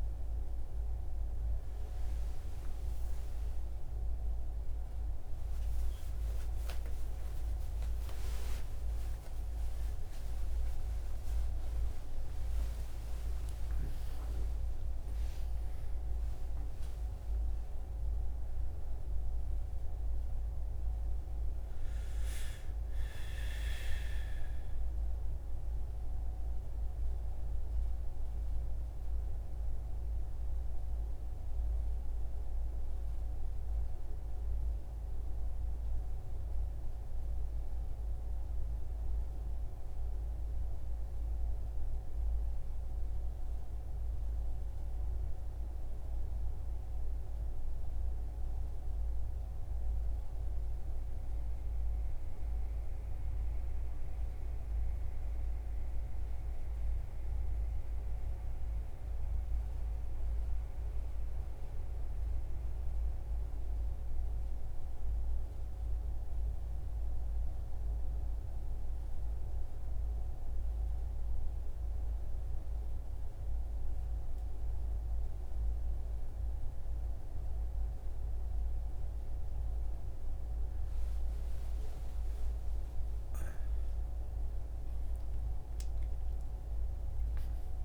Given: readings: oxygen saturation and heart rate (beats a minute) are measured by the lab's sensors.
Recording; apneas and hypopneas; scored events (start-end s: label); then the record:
a person partly awake in a sleep study, hard to hear, by a room microphone; none
29.50-87.85 s: new sleep stage, N1 (lightest sleep)
81.50-86.00 s: arousal
From the record:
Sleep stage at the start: awake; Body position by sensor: on the right side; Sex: male